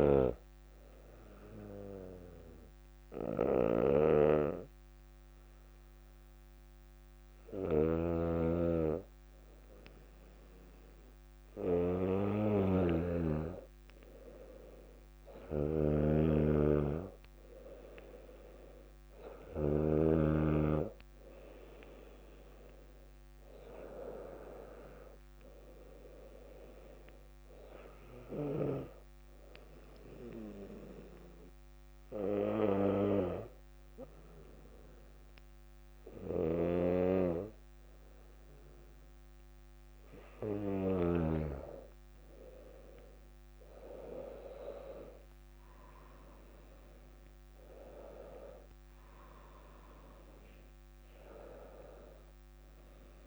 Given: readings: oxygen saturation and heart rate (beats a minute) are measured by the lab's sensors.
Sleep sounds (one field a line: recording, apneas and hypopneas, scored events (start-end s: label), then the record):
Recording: breathing in sleep by a microphone on the trachea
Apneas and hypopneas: 2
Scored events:
1.50-12.00 s: hypopnea (oxygen 98% before, 95% lowest, heart rate 60 before, 57 extreme, up 4 after)
7.50-20.00 s: snoring (device-marked)
14.50-19.00 s: arousal
19.50-32.50 s: oxygen desaturation (device-marked, oxygen 98% before, 95% lowest, heart rate 58 before, 58 extreme)
28.00-41.00 s: hypopnea (oxygen 98% before, 93% lowest, heart rate 59 before, 58 extreme, up 8 after)
36.50-41.00 s: snoring (device-marked)
43.50-47.50 s: arousal
From the record:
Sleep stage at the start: N2 (light sleep)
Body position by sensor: on the back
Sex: female